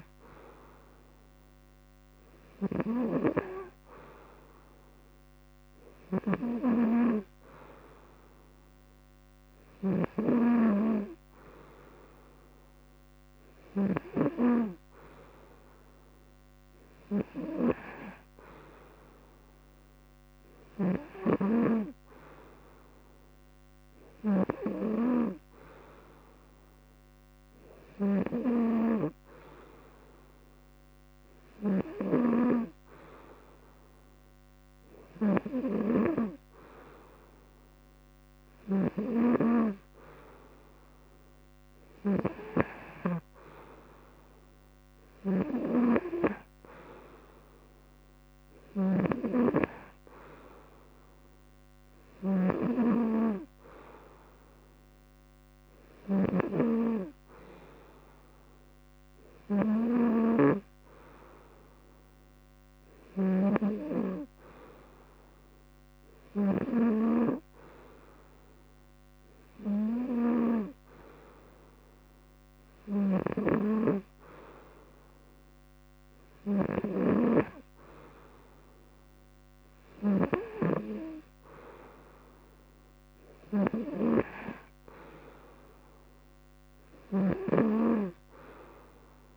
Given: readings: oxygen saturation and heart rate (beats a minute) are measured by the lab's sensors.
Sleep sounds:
breathing in sleep by a microphone on the trachea; none
0.00-13.50 s: snoring (device-marked)
38.00-42.50 s: snoring (device-marked)
44.50-63.00 s: snoring (device-marked)
72.50-80.00 s: snoring (device-marked)
86.50-89.37 s: snoring (device-marked)
From the record:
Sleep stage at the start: N2 (light sleep); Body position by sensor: on the front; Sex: male

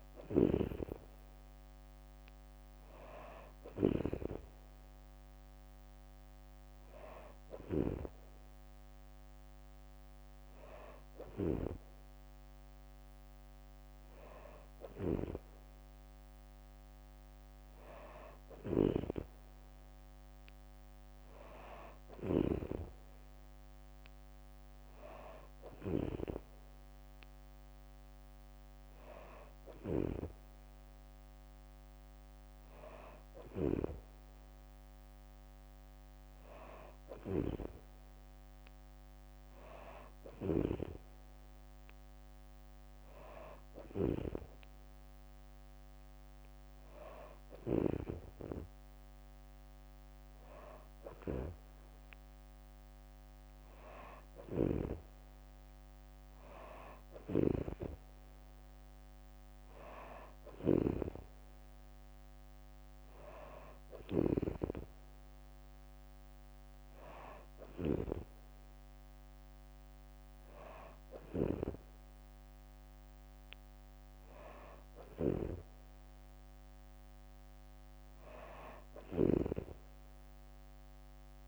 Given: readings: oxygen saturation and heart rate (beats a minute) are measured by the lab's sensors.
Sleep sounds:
breathing in sleep by a microphone on the trachea; none
14.50-22.50 s: snoring (device-marked)
34.50-64.50 s: new sleep stage, N3 (deep sleep)
40.00-47.50 s: snoring (device-marked)
54.00-64.00 s: snoring (device-marked)
64.50-81.48 s: new sleep stage, N2 (light sleep)
78.50-81.48 s: snoring (device-marked)
From the record:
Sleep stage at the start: N2 (light sleep); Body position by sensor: on the back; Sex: female

